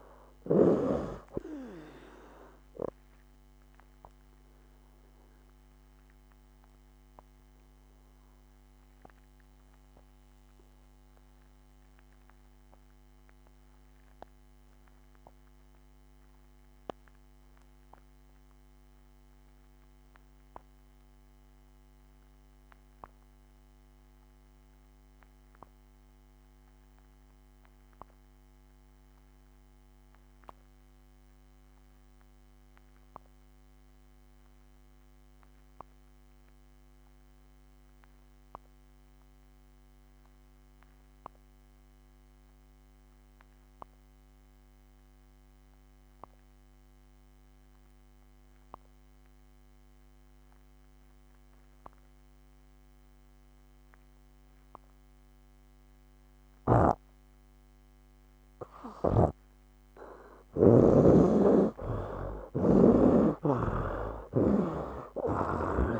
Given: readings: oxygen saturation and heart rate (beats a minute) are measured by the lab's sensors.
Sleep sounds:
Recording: breathing in sleep by a microphone on the trachea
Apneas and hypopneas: 1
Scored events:
0.00-17.00 s: oxygen desaturation (device-marked, oxygen 58% lowest, heart rate 69 extreme)
3.00-59.50 s: obstructive apnea (oxygen 95% before, 44% lowest, heart rate 83 before, 65 extreme, up 25 after)
22.00-66.00 s: oxygen desaturation (device-marked, oxygen 95% before, 44% lowest, heart rate 79 before, 65 extreme)
51.00-66.00 s: new sleep stage, N2 (light sleep)
54.00-56.00 s: long interval between heartbeats (device-marked, heart rate 68 before, 71 extreme)
56.50-58.50 s: long interval between heartbeats (device-marked, heart rate 68 before, 72 extreme)
59.00-61.00 s: long interval between heartbeats (device-marked, heart rate 68 before, 75 extreme)
61.00-64.50 s: snoring (device-marked)
63.00-66.00 s: arousal
From the record:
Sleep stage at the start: REM sleep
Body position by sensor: on the right side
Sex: male

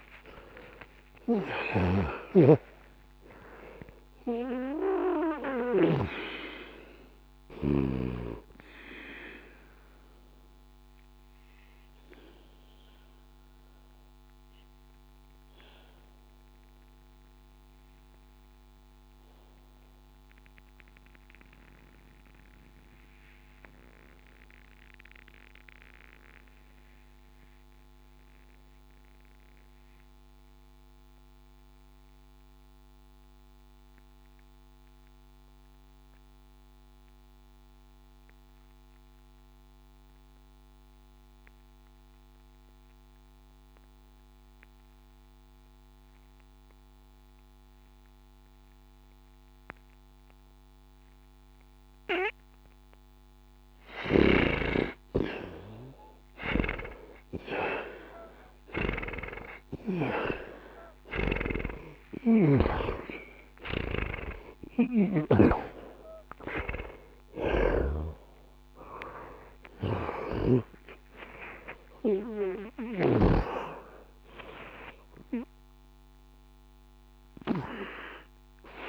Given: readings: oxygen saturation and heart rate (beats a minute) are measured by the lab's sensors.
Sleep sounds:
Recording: breathing in sleep by a microphone on the trachea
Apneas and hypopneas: 1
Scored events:
0.00-32.00 s: oxygen desaturation (device-marked, oxygen 76% lowest, heart rate 59 extreme)
9.00-54.00 s: obstructive apnea (oxygen 95% before, 76% lowest, heart rate 91 before, 59 extreme, up 17 after)
48.00-78.89 s: oxygen desaturation (device-marked, oxygen 99% before, 81% lowest, heart rate 61 before, 60 extreme)
65.00-71.00 s: arousal
From the record:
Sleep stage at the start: N2 (light sleep)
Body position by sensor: on the back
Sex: male

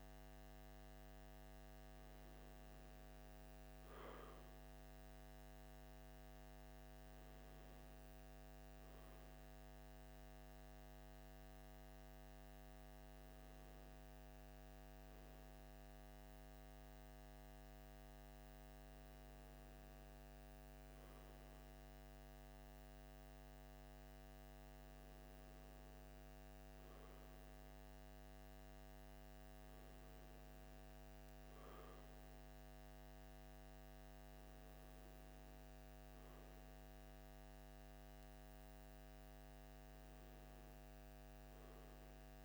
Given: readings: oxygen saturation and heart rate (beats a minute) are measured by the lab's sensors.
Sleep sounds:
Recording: breathing in sleep, hard to hear, by a microphone on the trachea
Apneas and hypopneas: none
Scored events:
none scored
From the record:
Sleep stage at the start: N2 (light sleep)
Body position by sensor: on the left side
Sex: male

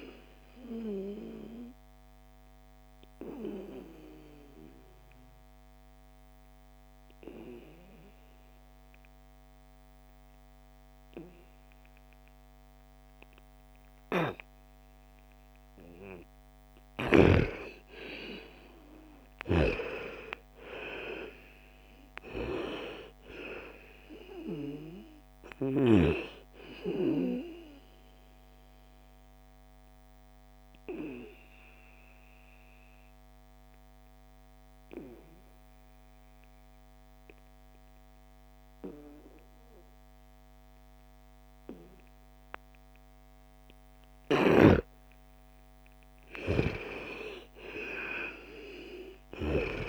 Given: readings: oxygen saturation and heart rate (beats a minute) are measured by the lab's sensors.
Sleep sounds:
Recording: breathing in sleep by a microphone on the trachea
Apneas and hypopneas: 2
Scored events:
0.00-14.00 s: oxygen desaturation (device-marked, oxygen 89% lowest, heart rate 54 extreme)
1.00-16.00 s: obstructive apnea (oxygen 99% before, 86% lowest, heart rate 60 before, 54 extreme, up 11 after)
17.50-21.50 s: arousal
20.00-39.00 s: oxygen desaturation (device-marked, oxygen 98% before, 86% lowest, heart rate 58 before, 55 extreme)
28.50-44.50 s: obstructive apnea (oxygen 98% before, 86% lowest, heart rate 59 before, 55 extreme, up 13 after)
46.00-49.89 s: arousal
From the record:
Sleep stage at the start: N2 (light sleep)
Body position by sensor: on the back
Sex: female

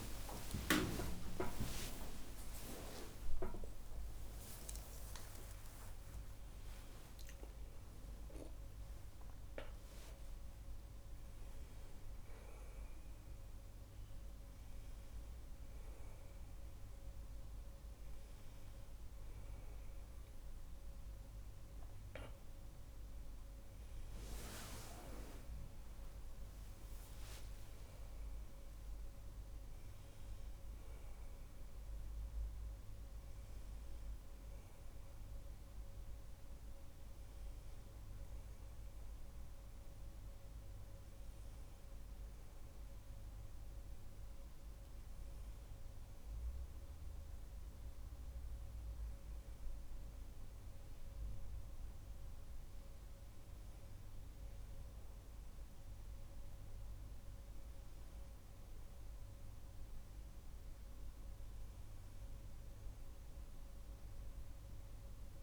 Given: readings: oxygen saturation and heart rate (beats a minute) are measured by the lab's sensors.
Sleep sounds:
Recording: a person awake in a sleep study, by a room microphone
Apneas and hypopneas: none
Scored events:
40.00-65.43 s: new sleep stage, N1 (lightest sleep)
From the record:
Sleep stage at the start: awake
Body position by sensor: on the back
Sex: male

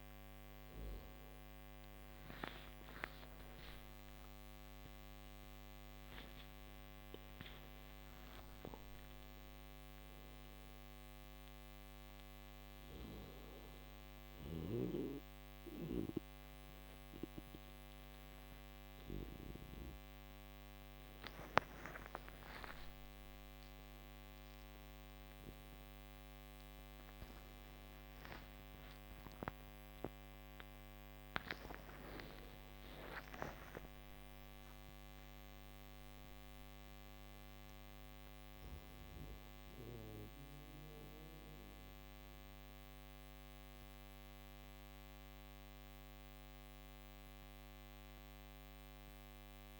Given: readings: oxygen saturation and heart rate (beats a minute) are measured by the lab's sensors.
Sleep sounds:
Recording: breathing in sleep by a microphone on the trachea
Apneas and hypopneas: none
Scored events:
none scored
From the record:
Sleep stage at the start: N1 (lightest sleep)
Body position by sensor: on the back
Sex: male

